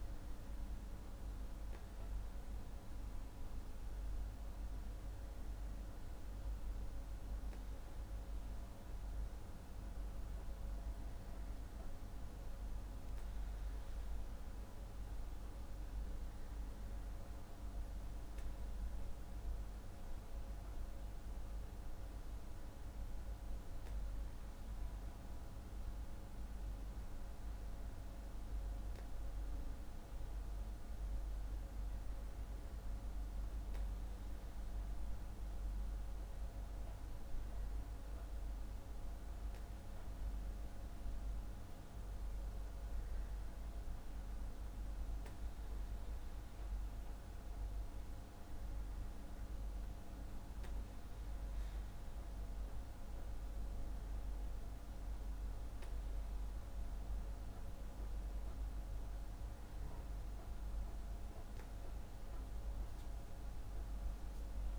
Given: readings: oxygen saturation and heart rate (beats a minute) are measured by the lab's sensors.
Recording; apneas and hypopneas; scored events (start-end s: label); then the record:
breathing in sleep, hard to hear, by a room microphone; none
none scored
From the record:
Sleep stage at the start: N2 (light sleep); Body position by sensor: on the back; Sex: male